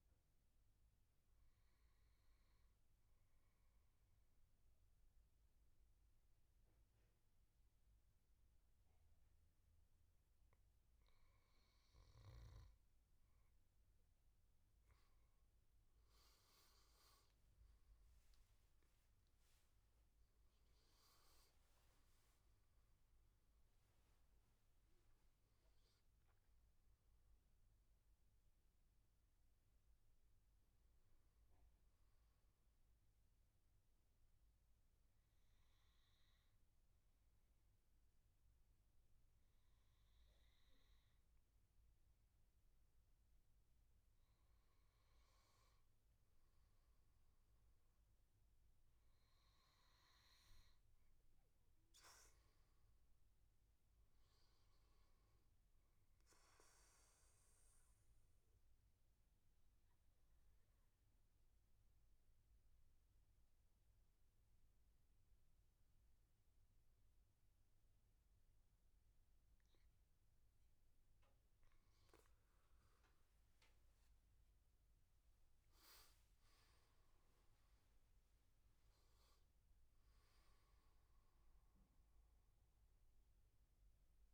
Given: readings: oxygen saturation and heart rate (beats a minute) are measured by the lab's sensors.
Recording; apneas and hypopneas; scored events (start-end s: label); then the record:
breathing in sleep, hard to hear, by a room microphone; 3
0.50-14.00 s: hypopnea (oxygen 97% before, 94% lowest, heart rate 80 before, 77 extreme, up 11 after)
16.50-21.50 s: arousal
33.00-45.00 s: obstructive apnea (oxygen 97% before, 92% lowest, heart rate 88 before, 79 extreme, up 3 after)
46.50-50.50 s: arousal
57.50-71.50 s: mixed apnea (oxygen 97% before, 92% lowest, heart rate 81 before, 72 extreme, up 10 after)
73.50-77.50 s: arousal
75.50-84.34 s: oxygen desaturation (device-marked, oxygen 97% before, 92% lowest, heart rate 82 before, 72 extreme)
From the record:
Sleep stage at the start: N2 (light sleep); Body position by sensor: on the back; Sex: male